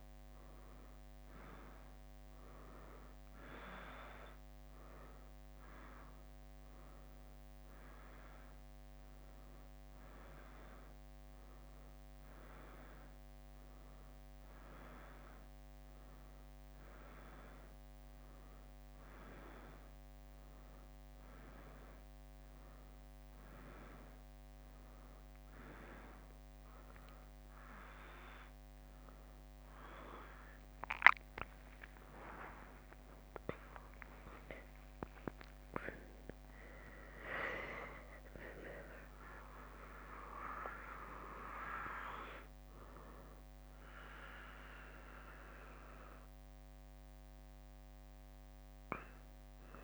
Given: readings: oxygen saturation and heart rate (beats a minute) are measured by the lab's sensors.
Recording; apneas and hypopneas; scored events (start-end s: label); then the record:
a person awake in a sleep study, by a microphone on the trachea; none
25.00-30.00 s: leg movement (device-marked)
33.50-49.84 s: drop in pulse transit time (device-marked, heart rate 66 before, 69 extreme)
From the record:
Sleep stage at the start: awake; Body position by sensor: on the right side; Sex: female